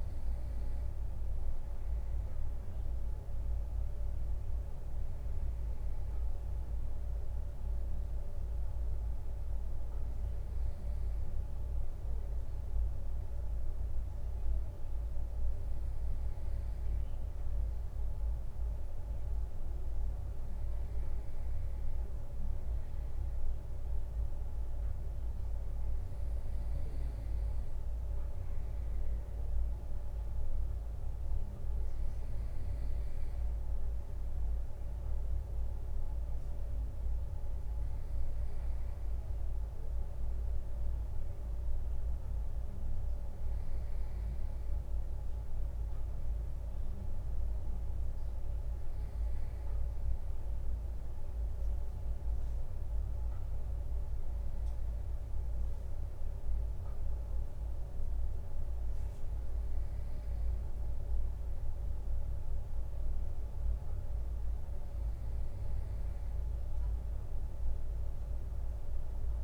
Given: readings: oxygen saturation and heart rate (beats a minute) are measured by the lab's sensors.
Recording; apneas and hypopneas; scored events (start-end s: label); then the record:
breathing in sleep, hard to hear, by a room microphone; none
none scored
From the record:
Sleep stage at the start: N2 (light sleep); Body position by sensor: on the right side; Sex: male